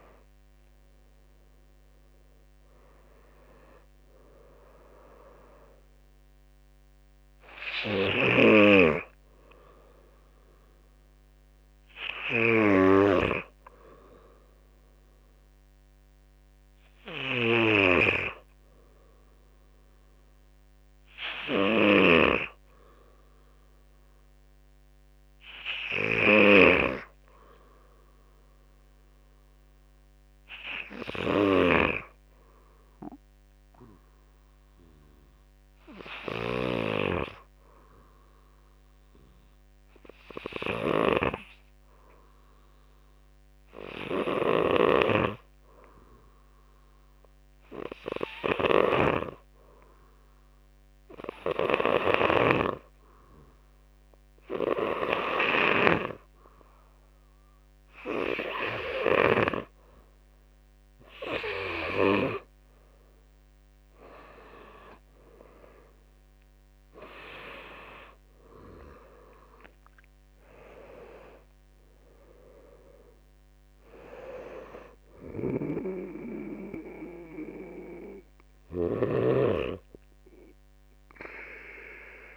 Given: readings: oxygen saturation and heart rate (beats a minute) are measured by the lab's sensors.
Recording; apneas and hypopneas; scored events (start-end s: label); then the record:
breathing in sleep by a microphone on the trachea; 1
0.00-10.00 s: drop in pulse transit time (device-marked, heart rate 56 extreme)
0.00-13.00 s: oxygen desaturation (device-marked, oxygen 89% lowest, heart rate 49 extreme)
7.50-21.50 s: snoring (device-marked)
31.00-36.50 s: snoring (device-marked)
31.50-59.50 s: hypopnea (oxygen 100% before, 91% lowest, heart rate 52 before, 53 extreme, up 14 after)
43.00-72.00 s: oxygen desaturation (device-marked, oxygen 99% before, 91% lowest, heart rate 54 before, 50 extreme)
44.00-55.50 s: snoring (device-marked)
65.00-81.00 s: drop in pulse transit time (device-marked, heart rate 58 before, 56 extreme)
68.00-72.00 s: arousal
74.50-82.37 s: snoring (device-marked)
From the record:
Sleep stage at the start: N2 (light sleep); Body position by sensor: on the back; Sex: male